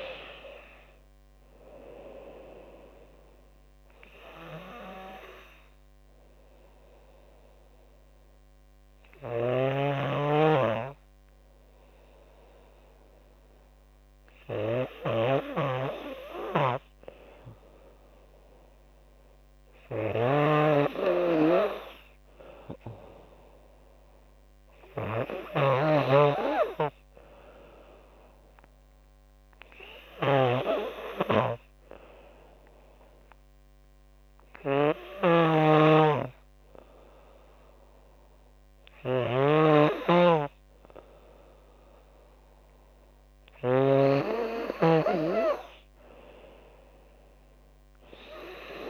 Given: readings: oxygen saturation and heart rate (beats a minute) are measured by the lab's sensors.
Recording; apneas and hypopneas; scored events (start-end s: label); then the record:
breathing in sleep by a microphone on the trachea; none
0.00-7.00 s: drop in pulse transit time (device-marked, heart rate 85 extreme)
0.00-15.00 s: oxygen desaturation (device-marked, oxygen 92% lowest, heart rate 77 extreme)
9.00-44.00 s: snoring (device-marked)
From the record:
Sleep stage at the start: N2 (light sleep); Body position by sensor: on the left side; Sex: female